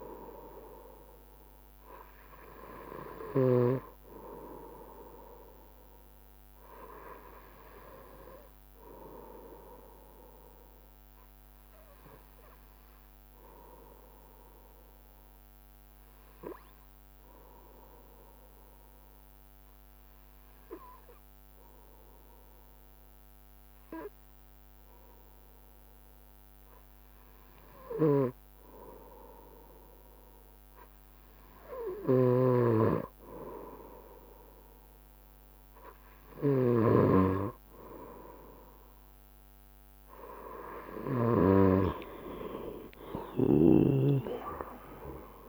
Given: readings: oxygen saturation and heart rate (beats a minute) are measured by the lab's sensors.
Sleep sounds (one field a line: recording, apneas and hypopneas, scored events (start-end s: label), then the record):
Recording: breathing in sleep by a microphone on the trachea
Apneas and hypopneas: 1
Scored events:
0.00-4.00 s: snoring (device-marked)
6.00-8.50 s: arousal
10.50-31.50 s: obstructive apnea (oxygen 95% before, 94% lowest, heart rate 69 before, 67 extreme, up 5 after)
32.00-41.50 s: snoring (device-marked)
33.50-36.00 s: arousal
40.50-45.49 s: drop in pulse transit time (device-marked, heart rate 69 before, 73 extreme)
From the record:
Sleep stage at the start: N2 (light sleep)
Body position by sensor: on the right side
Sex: male